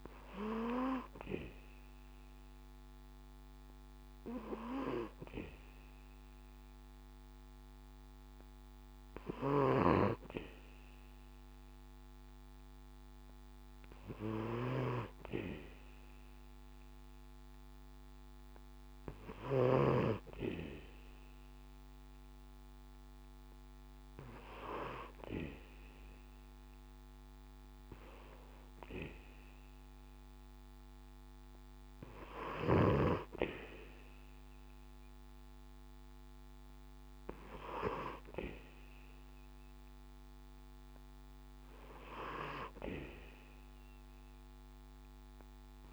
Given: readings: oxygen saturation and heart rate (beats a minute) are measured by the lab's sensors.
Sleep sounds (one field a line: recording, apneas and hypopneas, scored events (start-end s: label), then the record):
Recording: breathing in sleep by a microphone on the trachea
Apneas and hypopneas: none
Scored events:
none scored
From the record:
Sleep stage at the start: N2 (light sleep)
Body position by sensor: on the back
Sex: male